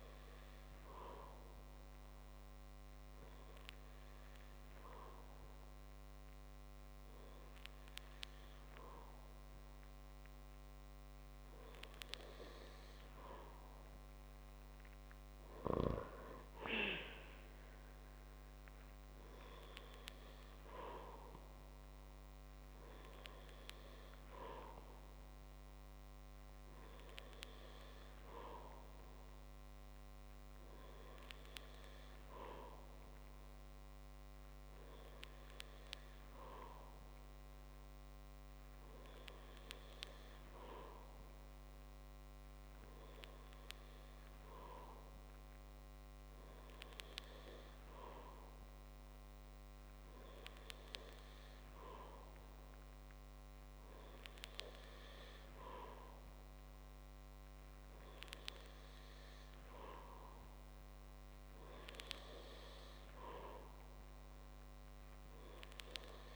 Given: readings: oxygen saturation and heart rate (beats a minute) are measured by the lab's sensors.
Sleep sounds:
breathing in sleep by a microphone on the trachea; none
none scored
From the record:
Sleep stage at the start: N2 (light sleep); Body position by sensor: on the back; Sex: male

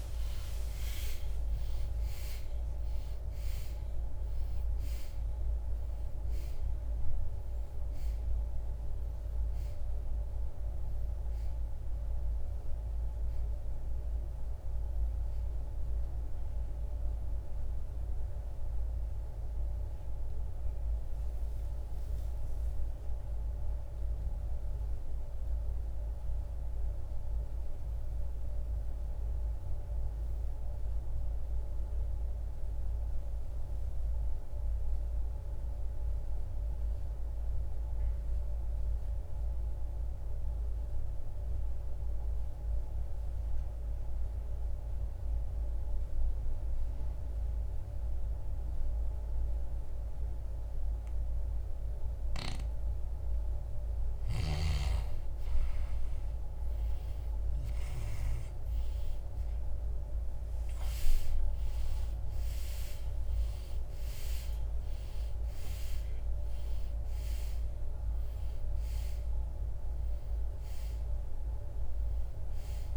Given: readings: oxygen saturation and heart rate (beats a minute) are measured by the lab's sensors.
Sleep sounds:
breathing in sleep, hard to hear, by a room microphone; 1
26.00-53.00 s: mixed apnea (oxygen 97% before, 80% lowest, heart rate 81 before, 43 extreme, up 2 after)
27.50-41.50 s: oxygen desaturation (device-marked, oxygen 97% before, 82% lowest, heart rate 81 before, 43 extreme)
56.00-61.00 s: arousal
64.50-72.97 s: oxygen desaturation (device-marked, oxygen 97% before, 80% lowest, heart rate 58 before, 43 extreme)
From the record:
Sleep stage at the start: N2 (light sleep); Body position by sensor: on the right side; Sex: male

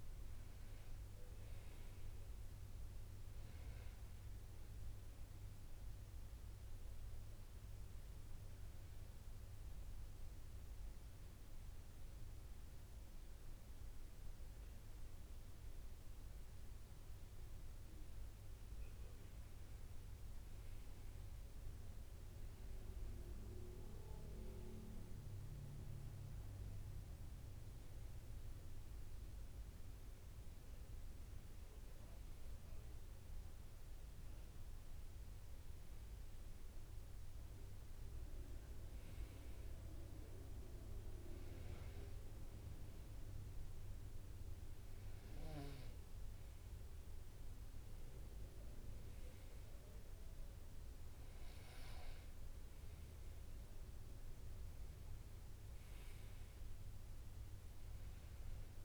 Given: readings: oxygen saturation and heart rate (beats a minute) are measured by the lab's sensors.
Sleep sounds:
breathing in sleep, hard to hear, by a room microphone; none
none scored
From the record:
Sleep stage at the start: N2 (light sleep); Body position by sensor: on the right side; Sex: male

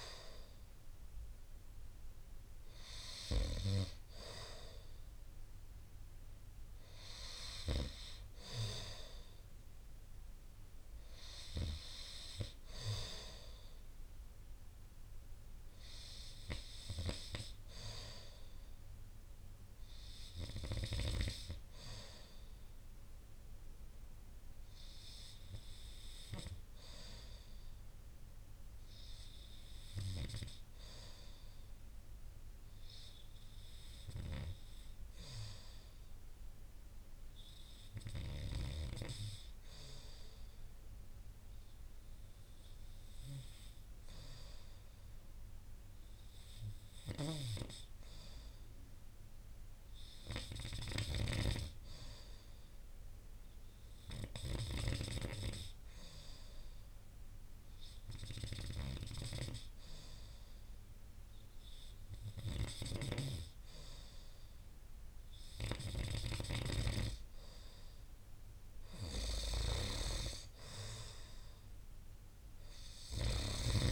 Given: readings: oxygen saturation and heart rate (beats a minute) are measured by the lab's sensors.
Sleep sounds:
breathing in sleep by a room microphone; 1
31.50-66.00 s: obstructive apnea (oxygen 97% before, 94% lowest)
47.00-55.00 s: snoring (device-marked)
66.50-73.92 s: snoring (device-marked)
69.00-72.00 s: arousal
From the record:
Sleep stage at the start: N2 (light sleep); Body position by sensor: on the right side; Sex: male

